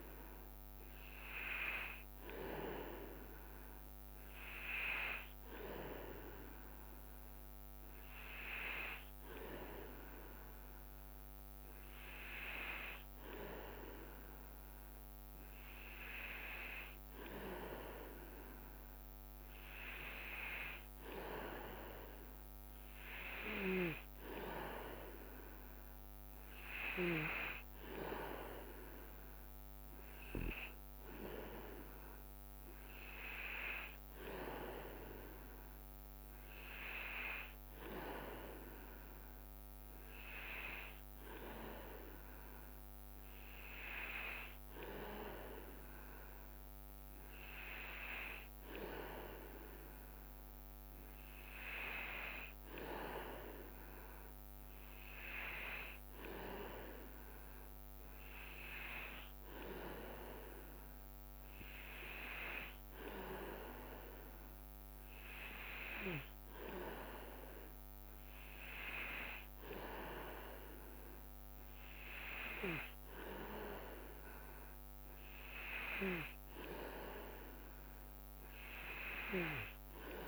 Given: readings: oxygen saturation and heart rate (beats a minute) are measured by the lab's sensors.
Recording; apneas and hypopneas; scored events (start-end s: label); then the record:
breathing in sleep by a microphone on the trachea; none
none scored
From the record:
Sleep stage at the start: N2 (light sleep); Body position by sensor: on the back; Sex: male